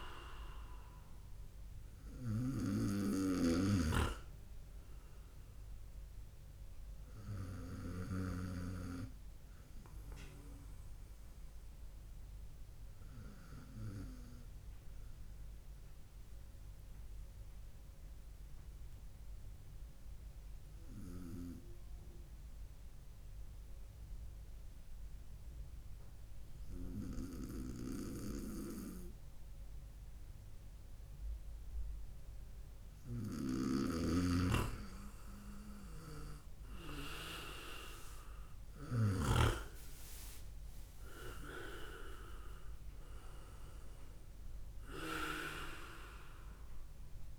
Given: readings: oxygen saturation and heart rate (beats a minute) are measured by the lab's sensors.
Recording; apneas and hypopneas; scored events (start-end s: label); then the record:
breathing in sleep by a room microphone; 1
0.00-8.50 s: oxygen desaturation (device-marked, oxygen 96% lowest, heart rate 60 extreme)
2.50-8.50 s: snoring (device-marked)
13.00-32.50 s: obstructive apnea (oxygen 99% before, 96% lowest, heart rate 65 before, 63 extreme, up 5 after)
33.50-39.00 s: snoring (device-marked)
35.50-40.50 s: arousal
45.00-47.39 s: snoring (device-marked)
From the record:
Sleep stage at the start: N2 (light sleep); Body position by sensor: on the right side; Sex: male